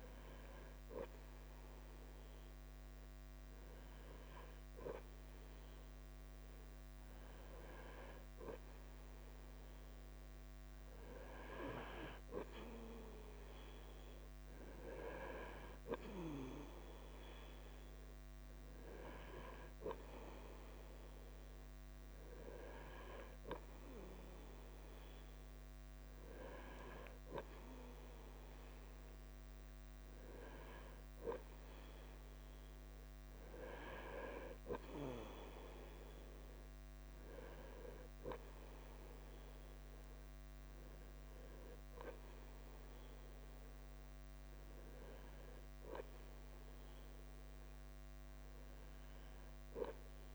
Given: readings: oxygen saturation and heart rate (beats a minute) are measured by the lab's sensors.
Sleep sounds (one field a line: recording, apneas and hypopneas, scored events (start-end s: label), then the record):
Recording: breathing in sleep by a microphone on the trachea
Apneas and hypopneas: none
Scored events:
0.00-50.35 s: bradycardia (device-marked, heart rate 40 extreme)
From the record:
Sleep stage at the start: N3 (deep sleep)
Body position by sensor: on the front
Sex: male